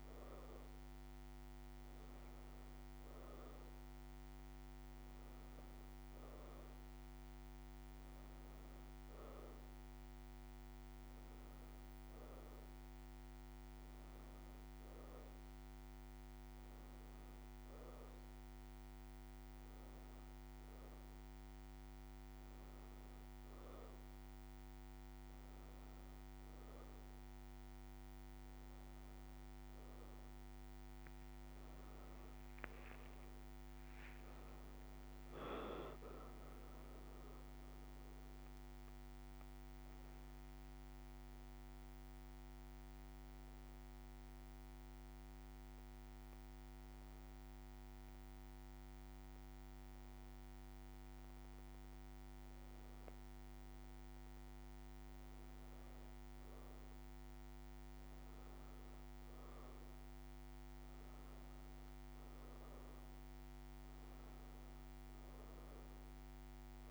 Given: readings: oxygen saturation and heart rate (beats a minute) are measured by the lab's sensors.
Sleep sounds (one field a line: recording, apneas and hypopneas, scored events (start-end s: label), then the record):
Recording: breathing in sleep, hard to hear, by a microphone on the trachea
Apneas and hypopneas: 1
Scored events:
30.50-35.50 s: arousal
40.00-53.50 s: hypopnea (oxygen 91% before, 89% lowest, heart rate 86 before, 66 extreme, up 2 after)
57.00-61.50 s: arousal
From the record:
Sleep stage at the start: N2 (light sleep)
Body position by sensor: on the back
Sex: female